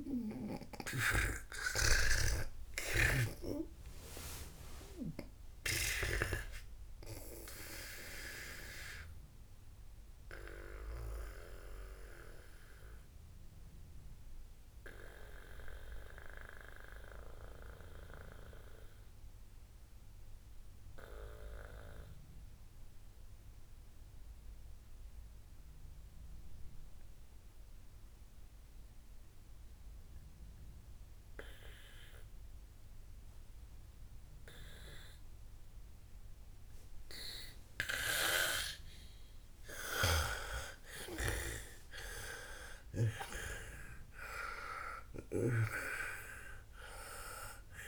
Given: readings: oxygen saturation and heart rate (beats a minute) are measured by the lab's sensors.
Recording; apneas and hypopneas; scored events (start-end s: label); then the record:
breathing in sleep by a room microphone; 1
0.00-4.00 s: snoring (device-marked)
0.00-28.50 s: oxygen desaturation (device-marked, oxygen 90% lowest, heart rate 56 extreme)
6.50-40.00 s: obstructive apnea (oxygen 98% before, 90% lowest, heart rate 88 before, 54 extreme, up 55 after)
40.50-46.50 s: snoring (device-marked)
41.00-46.00 s: arousal
41.50-47.88 s: oxygen desaturation (device-marked, oxygen 99% before, 91% lowest, heart rate 66 before, 54 extreme)
From the record:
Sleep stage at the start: N2 (light sleep); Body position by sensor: on the back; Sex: female